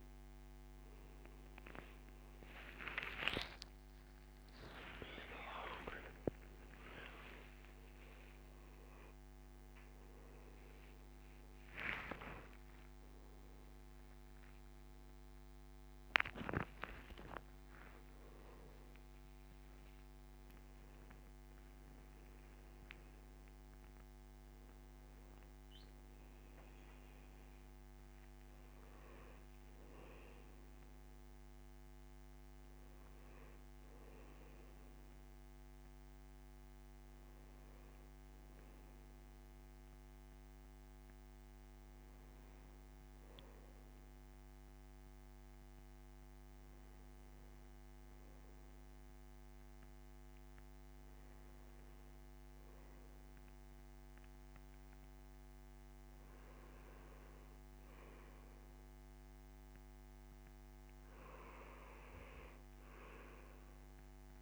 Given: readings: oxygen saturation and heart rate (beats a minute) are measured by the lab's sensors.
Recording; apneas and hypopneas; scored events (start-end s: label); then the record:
breathing in sleep by a microphone on the trachea; none
3.00-5.00 s: long interval between heartbeats (device-marked, heart rate 78 before, 96 extreme)
3.00-6.00 s: tachycardia (device-marked, heart rate 80 before, 100 extreme)
11.50-17.00 s: arousal
From the record:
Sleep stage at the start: N2 (light sleep); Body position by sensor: on the right side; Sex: male